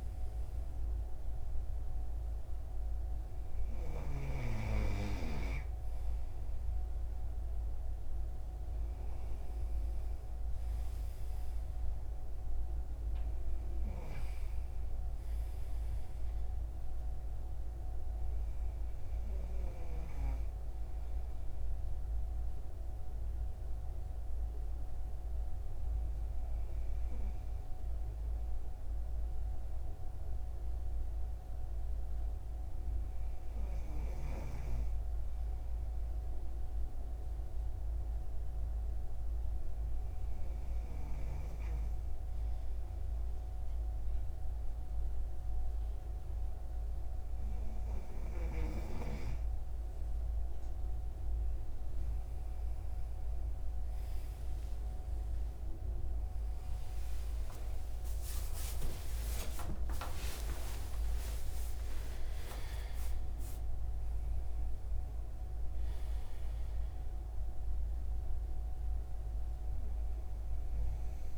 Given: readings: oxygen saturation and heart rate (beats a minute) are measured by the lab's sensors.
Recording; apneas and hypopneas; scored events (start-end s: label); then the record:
breathing in sleep by a room microphone; 1
0.00-4.50 s: snoring (device-marked)
25.50-46.00 s: hypopnea (oxygen 95% before, 93% lowest)
56.00-62.00 s: arousal
From the record:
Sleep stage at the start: N2 (light sleep); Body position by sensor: on the right side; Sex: male